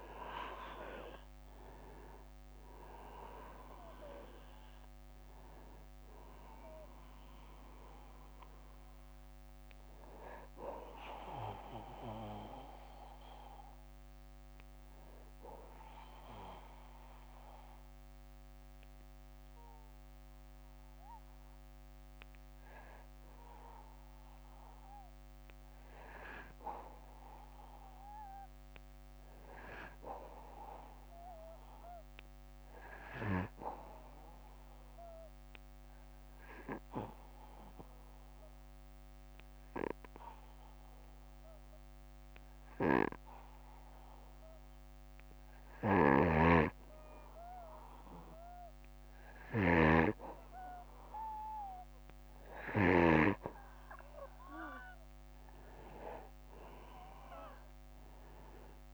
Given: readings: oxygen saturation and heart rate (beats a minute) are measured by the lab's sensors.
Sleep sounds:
breathing in sleep by a microphone on the trachea; 2
14.50-27.00 s: obstructive apnea (oxygen 95% before, 90% lowest, heart rate 66 before, 58 extreme, up 1 after)
19.50-31.50 s: oxygen desaturation (device-marked, oxygen 95% before, 90% lowest, heart rate 65 before, 58 extreme)
29.50-32.50 s: arousal
35.00-48.00 s: obstructive apnea (oxygen 98% before, 93% lowest, heart rate 59 before, 59 extreme, up 2 after)
45.00-52.50 s: snoring (device-marked)
50.00-53.50 s: arousal
From the record:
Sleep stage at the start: N2 (light sleep); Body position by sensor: on the back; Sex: male

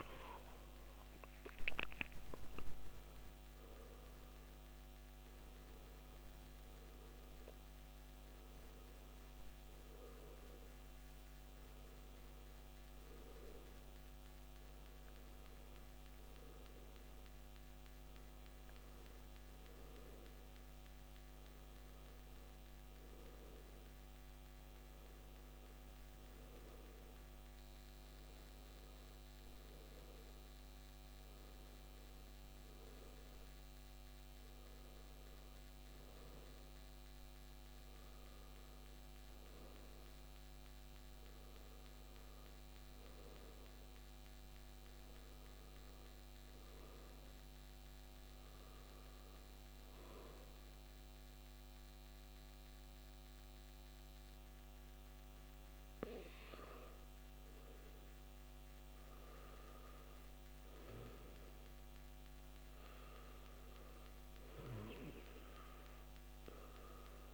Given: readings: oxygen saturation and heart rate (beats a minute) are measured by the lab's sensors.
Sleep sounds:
breathing in sleep, hard to hear, by a microphone on the trachea; none
none scored
From the record:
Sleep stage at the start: N2 (light sleep); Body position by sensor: on the back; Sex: male

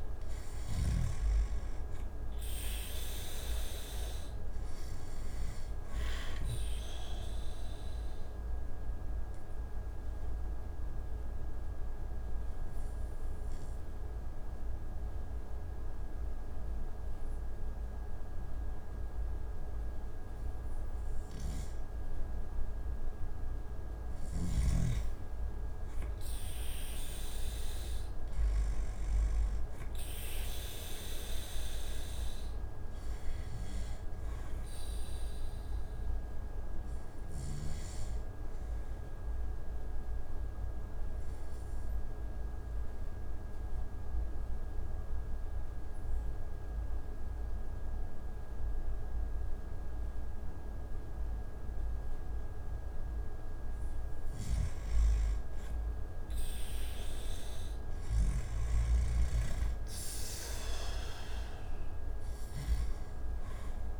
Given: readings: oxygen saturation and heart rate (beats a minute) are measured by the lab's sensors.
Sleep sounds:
breathing in sleep, hard to hear, by a room microphone; 2
0.00-2.50 s: arousal
7.50-21.50 s: obstructive apnea (oxygen 96% before, 89% lowest)
8.00-27.00 s: oxygen desaturation (device-marked, oxygen 96% before, 89% lowest)
26.50-29.50 s: arousal
33.00-53.00 s: obstructive apnea (oxygen 97% before, 89% lowest)
39.00-52.00 s: oxygen desaturation (device-marked, oxygen 97% before, 90% lowest)
54.00-59.00 s: snoring (device-marked)
55.50-59.00 s: arousal
From the record:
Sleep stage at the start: N2 (light sleep); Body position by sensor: on the back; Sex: male

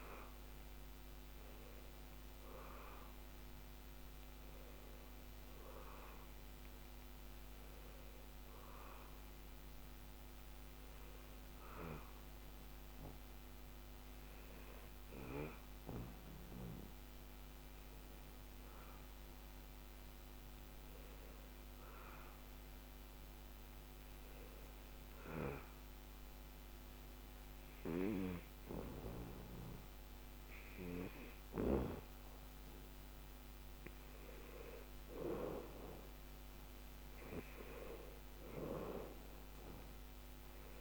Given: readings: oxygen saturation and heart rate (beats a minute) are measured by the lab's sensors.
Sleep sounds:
breathing in sleep by a microphone on the trachea; 1
0.00-10.50 s: oxygen desaturation (device-marked, oxygen 92% lowest, heart rate 76 extreme)
22.00-34.00 s: hypopnea (oxygen 96% before, 92% lowest, heart rate 81 before, 76 extreme, up 2 after)
36.50-40.00 s: arousal
39.50-40.81 s: oxygen desaturation (device-marked, oxygen 95% before, 92% lowest, heart rate 78 before, 77 extreme)
From the record:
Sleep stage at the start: N2 (light sleep); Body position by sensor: on the back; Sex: male

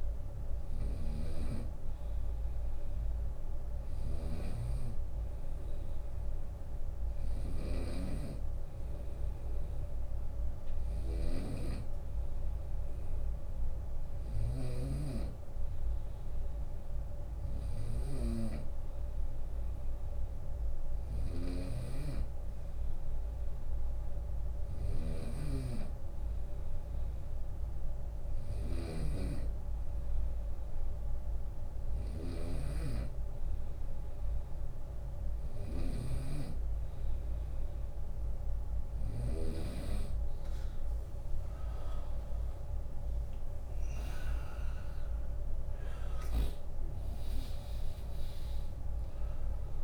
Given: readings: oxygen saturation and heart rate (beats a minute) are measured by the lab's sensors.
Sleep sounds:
breathing in sleep by a room microphone; none
0.00-11.00 s: drop in pulse transit time (device-marked, heart rate 59 extreme)
0.00-38.50 s: snoring (device-marked)
6.00-8.00 s: long interval between heartbeats (device-marked, heart rate 59 before, 59 extreme)
9.00-11.00 s: long interval between heartbeats (device-marked, heart rate 59 before, 65 extreme)
12.00-24.00 s: bradycardia (device-marked, heart rate 71 before, 54 extreme)
12.50-14.50 s: long interval between heartbeats (device-marked, heart rate 62 before, 69 extreme)
19.00-21.00 s: long interval between heartbeats (device-marked, heart rate 64 before, 54 extreme)
23.00-31.00 s: drop in pulse transit time (device-marked, heart rate 62 before, 56 extreme)
24.50-26.50 s: long interval between heartbeats (device-marked, heart rate 61 before, 58 extreme)
28.50-30.50 s: long interval between heartbeats (device-marked, heart rate 60 before, 72 extreme)
30.00-34.00 s: bradycardia (device-marked, heart rate 71 before, 57 extreme)
31.00-33.00 s: long interval between heartbeats (device-marked, heart rate 61 before, 62 extreme)
43.00-47.50 s: arousal
44.00-46.00 s: long interval between heartbeats (device-marked, heart rate 62 before, 68 extreme)
44.00-49.84 s: drop in pulse transit time (device-marked, heart rate 62 before, 68 extreme)
From the record:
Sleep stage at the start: N2 (light sleep); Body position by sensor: on the right side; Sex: male

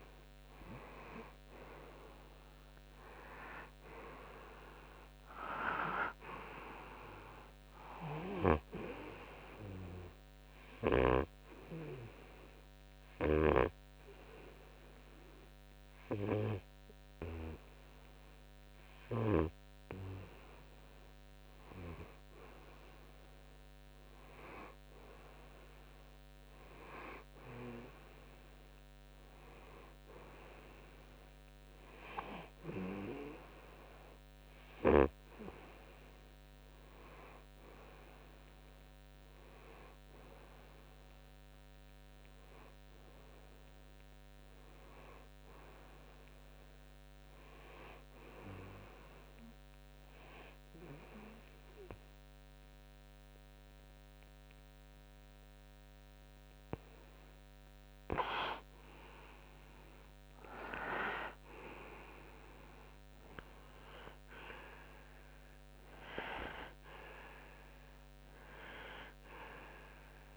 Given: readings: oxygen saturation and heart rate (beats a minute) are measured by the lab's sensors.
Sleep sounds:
breathing in sleep by a microphone on the trachea; 2
11.50-22.50 s: hypopnea (oxygen 97% before, 92% lowest, heart rate 62 before, 50 extreme, up 4 after)
18.50-41.50 s: oxygen desaturation (device-marked, oxygen 95% before, 92% lowest, heart rate 62 before, 50 extreme)
24.00-27.50 s: arousal
49.50-59.50 s: obstructive apnea (oxygen 96% before, 93% lowest, heart rate 58 before, 53 extreme, up 3 after)
64.00-67.50 s: arousal
From the record:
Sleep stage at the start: N2 (light sleep); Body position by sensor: on the back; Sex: male

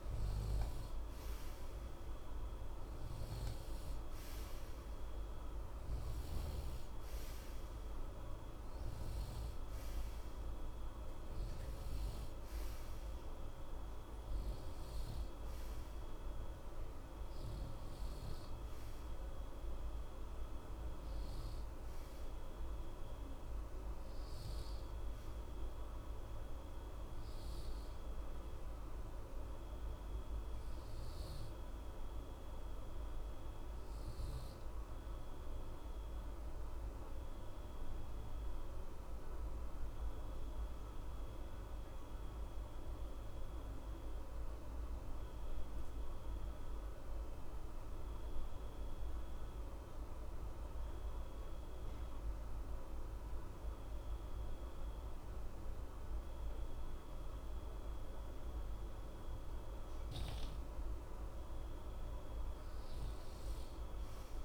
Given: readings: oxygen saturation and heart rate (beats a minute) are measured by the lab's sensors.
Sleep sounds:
breathing in sleep, hard to hear, by a room microphone; 1
0.00-31.00 s: oxygen desaturation (device-marked, oxygen 89% lowest, heart rate 60 extreme)
34.00-60.00 s: obstructive apnea (oxygen 94% before, 88% lowest, heart rate 60 before, 60 extreme, up 0 after)
63.00-64.45 s: arousal
From the record:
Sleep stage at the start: N2 (light sleep); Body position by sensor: on the right side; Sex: male

